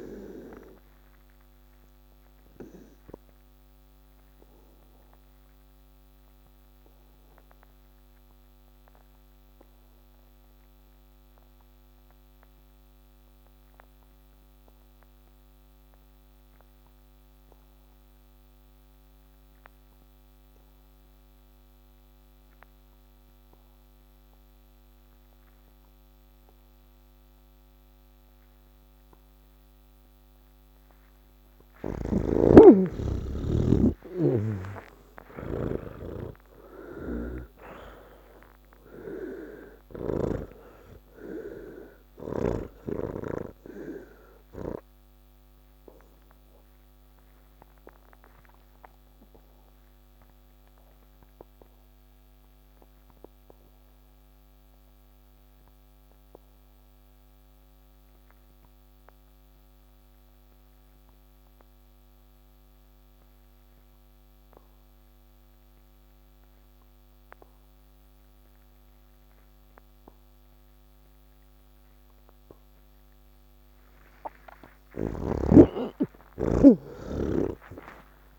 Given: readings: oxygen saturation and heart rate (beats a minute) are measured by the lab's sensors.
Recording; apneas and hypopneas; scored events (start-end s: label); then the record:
breathing in sleep by a microphone on the trachea; 2
0.00-15.50 s: oxygen desaturation (device-marked, oxygen 78% lowest, heart rate 69 extreme)
1.50-30.00 s: obstructive apnea (oxygen 99% before, 78% lowest, heart rate 118 before, 69 extreme, up 39 after)
30.50-59.50 s: oxygen desaturation (device-marked, oxygen 97% before, 80% lowest, heart rate 118 before, 94 extreme)
37.00-40.50 s: snoring (device-marked)
45.50-73.50 s: obstructive apnea (oxygen 98% before, 78% lowest, heart rate 111 before, 70 extreme, up 49 after)
59.50-78.39 s: new sleep stage, N3 (deep sleep)
69.50-78.39 s: oxygen desaturation (device-marked, oxygen 98% before, 88% lowest, heart rate 135 before, 70 extreme)
From the record:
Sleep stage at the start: N2 (light sleep); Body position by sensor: on the back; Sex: male